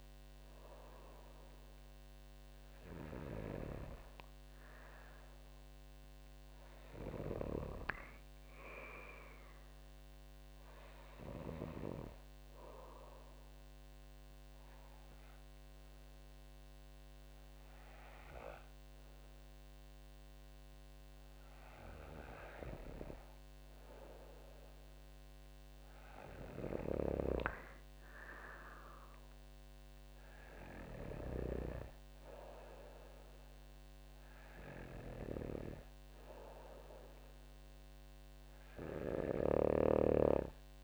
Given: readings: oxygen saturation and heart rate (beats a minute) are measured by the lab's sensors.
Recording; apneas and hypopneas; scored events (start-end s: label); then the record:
breathing in sleep by a microphone on the trachea; 1
13.00-23.00 s: obstructive apnea (oxygen 97% before, 94% lowest, heart rate 55 before, 51 extreme, up 4 after)
27.00-30.50 s: arousal
From the record:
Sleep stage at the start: N2 (light sleep); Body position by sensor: on the back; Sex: female